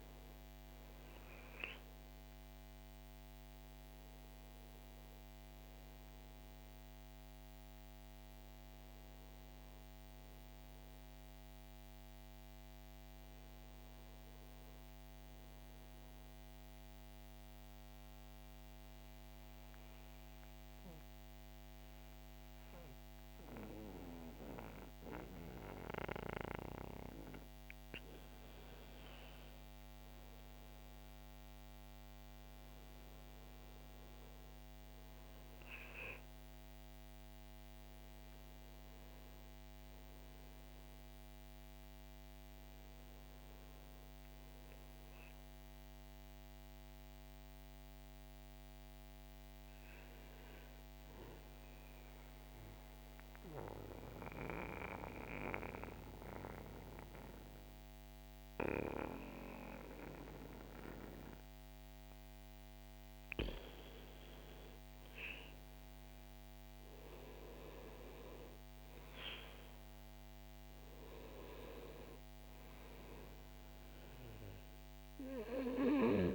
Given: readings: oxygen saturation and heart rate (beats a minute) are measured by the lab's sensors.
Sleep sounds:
breathing in sleep by a microphone on the trachea; 2
0.00-1.50 s: arousal
0.00-10.50 s: oxygen desaturation (device-marked, oxygen 92% lowest, heart rate 64 extreme)
12.50-25.50 s: oxygen desaturation (device-marked, oxygen 95% before, 90% lowest, heart rate 65 before, 63 extreme)
15.00-26.50 s: central apnea (oxygen 95% before, 88% lowest, heart rate 65 before, 63 extreme, up 2 after)
29.00-33.00 s: arousal
51.50-62.00 s: mixed apnea (oxygen 95% before, 88% lowest, heart rate 66 before, 61 extreme, up 3 after)
64.00-68.50 s: arousal
71.50-76.35 s: oxygen desaturation (device-marked, oxygen 95% before, 88% lowest, heart rate 66 before, 61 extreme)
From the record:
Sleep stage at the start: N2 (light sleep); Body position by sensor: on the back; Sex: male

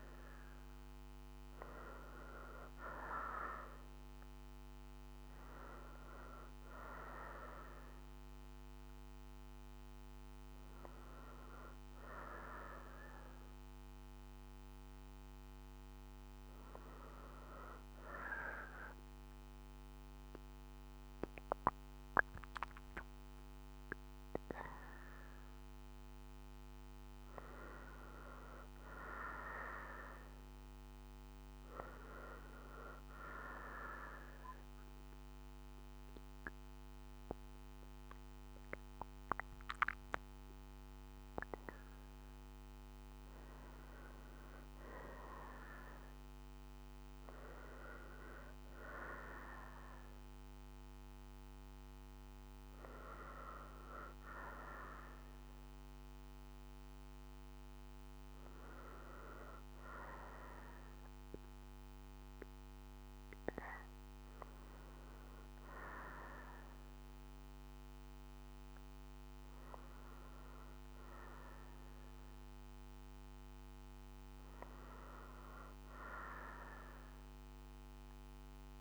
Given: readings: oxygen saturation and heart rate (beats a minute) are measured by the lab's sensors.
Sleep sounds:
breathing in sleep by a microphone on the trachea; 1
0.00-1.00 s: arousal
13.50-24.50 s: hypopnea (oxygen 97% before, 90% lowest, heart rate 85 before, 63 extreme, up 1 after)
22.50-43.50 s: oxygen desaturation (device-marked, oxygen 95% before, 90% lowest, heart rate 70 before, 62 extreme)
26.00-29.00 s: arousal
50.50-58.50 s: oxygen desaturation (device-marked, oxygen 94% before, 91% lowest, heart rate 63 before, 62 extreme)
From the record:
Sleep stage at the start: N2 (light sleep); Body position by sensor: on the right side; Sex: female

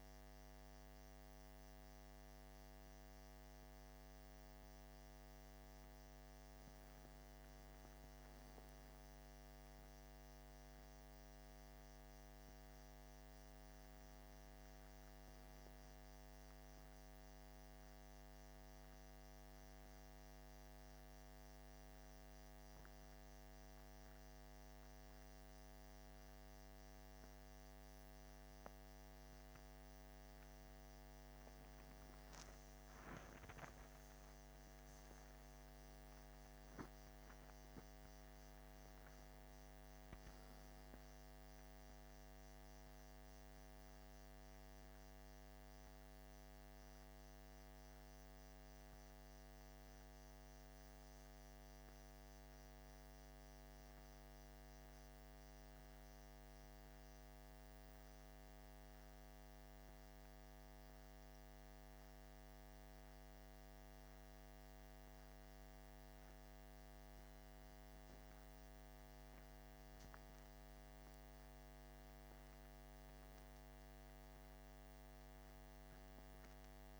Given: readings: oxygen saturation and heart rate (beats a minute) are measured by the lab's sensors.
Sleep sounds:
a person partly awake in a sleep study, hard to hear, by a microphone on the trachea; 1
14.00-77.00 s: new sleep stage, N1 (lightest sleep)
17.50-29.50 s: central apnea (oxygen 97% before, 95% lowest, heart rate 60 before, 57 extreme, up 5 after)
31.50-35.50 s: arousal
68.00-72.00 s: arousal
From the record:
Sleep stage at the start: awake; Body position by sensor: on the back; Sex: male

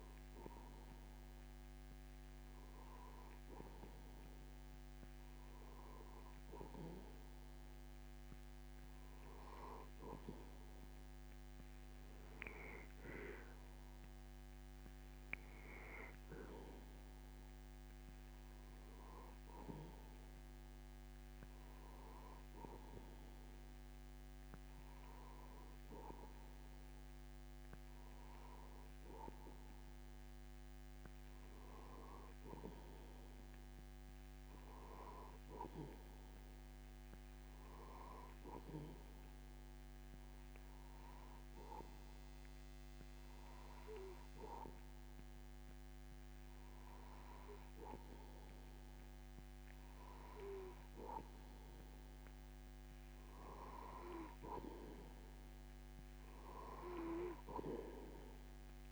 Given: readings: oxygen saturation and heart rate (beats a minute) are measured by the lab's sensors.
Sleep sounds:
breathing in sleep by a microphone on the trachea; none
none scored
From the record:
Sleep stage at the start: N2 (light sleep); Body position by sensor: on the back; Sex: male

